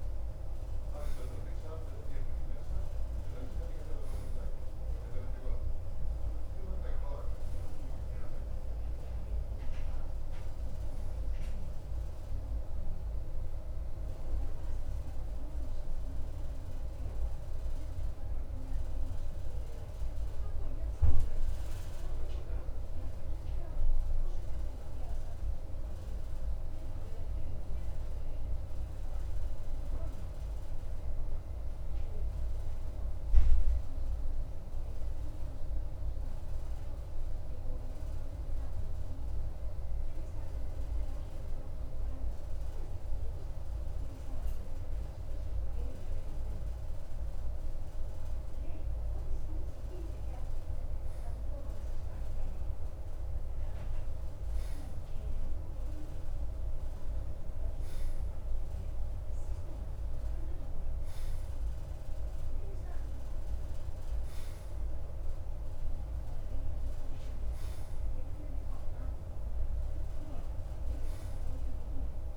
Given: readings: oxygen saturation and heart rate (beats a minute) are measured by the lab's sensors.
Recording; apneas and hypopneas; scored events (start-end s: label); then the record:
breathing in sleep, hard to hear, by a room microphone; 1
1.50-9.50 s: oxygen desaturation (device-marked, oxygen 95% before, 93% lowest, heart rate 55 before, 52 extreme)
20.00-47.00 s: mixed apnea (oxygen 95% before, 91% lowest, heart rate 55 before, 52 extreme, up 3 after)
50.00-54.00 s: arousal
From the record:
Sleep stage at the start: N2 (light sleep); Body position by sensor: on the right side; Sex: male